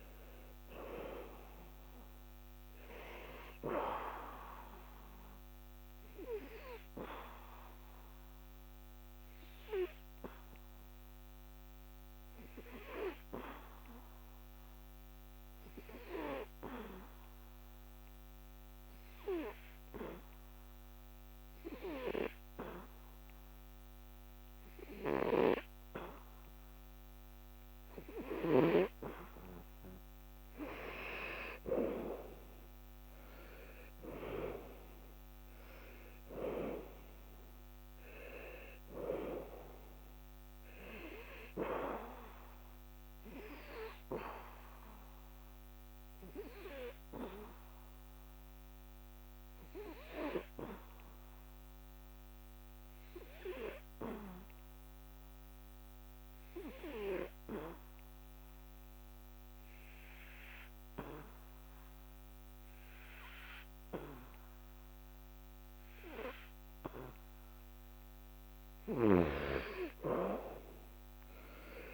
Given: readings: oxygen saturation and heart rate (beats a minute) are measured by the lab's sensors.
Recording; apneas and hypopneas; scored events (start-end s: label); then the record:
breathing in sleep by a microphone on the trachea; 2
0.00-15.50 s: oxygen desaturation (device-marked, oxygen 89% lowest, heart rate 73 extreme)
8.00-28.50 s: obstructive apnea (oxygen 97% before, 89% lowest, heart rate 80 before, 73 extreme, up 7 after)
30.00-33.50 s: arousal
33.50-55.50 s: oxygen desaturation (device-marked, oxygen 97% before, 90% lowest, heart rate 76 before, 69 extreme)
44.00-67.50 s: obstructive apnea (oxygen 98% before, 88% lowest, heart rate 77 before, 69 extreme, up 12 after)
69.50-71.94 s: oxygen desaturation (device-marked, oxygen 97% before, 88% lowest, heart rate 74 before, 69 extreme)
70.00-71.94 s: arousal
From the record:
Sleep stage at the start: N2 (light sleep); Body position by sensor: on the back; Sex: male